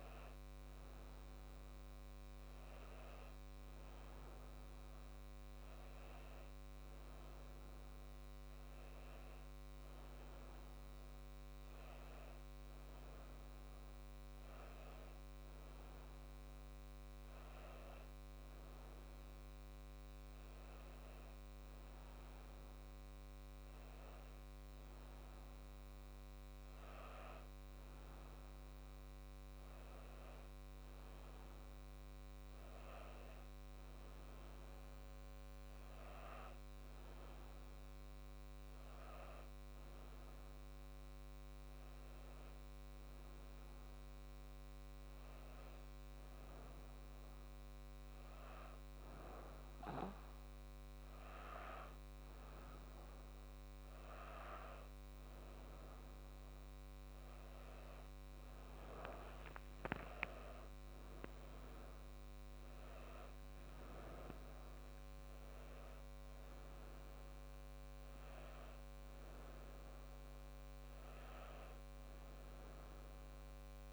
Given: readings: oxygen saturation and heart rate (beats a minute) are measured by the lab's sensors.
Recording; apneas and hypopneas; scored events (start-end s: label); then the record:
breathing in sleep by a microphone on the trachea; none
20.50-25.00 s: arousal
61.00-65.00 s: arousal
61.50-73.93 s: new sleep stage, N1 (lightest sleep)
From the record:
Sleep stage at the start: N2 (light sleep); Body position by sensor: on the back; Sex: female